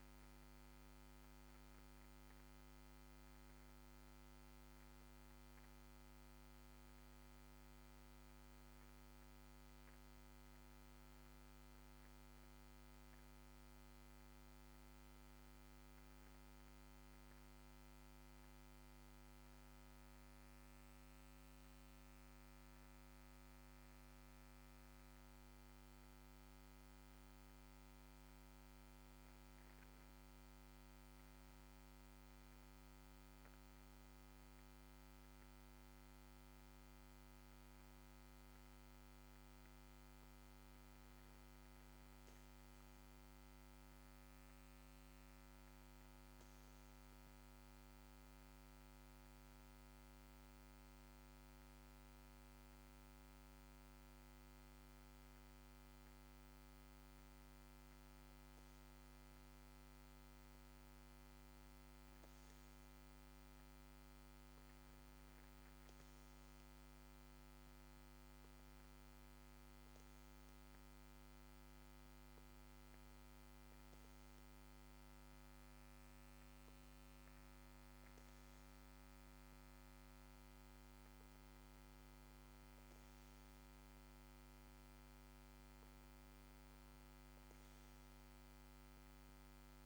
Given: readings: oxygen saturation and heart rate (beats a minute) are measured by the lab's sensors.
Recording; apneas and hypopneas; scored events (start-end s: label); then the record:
breathing in sleep, hard to hear, by a microphone on the trachea; 1
8.50-12.50 s: arousal
17.50-30.00 s: mixed apnea (oxygen 97% before, 93% lowest, heart rate 55 before, 53 extreme, up 4 after)
31.50-35.00 s: arousal
33.50-47.50 s: oxygen desaturation (device-marked, oxygen 97% before, 93% lowest, heart rate 56 before, 53 extreme)
From the record:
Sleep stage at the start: REM sleep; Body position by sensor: on the back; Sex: male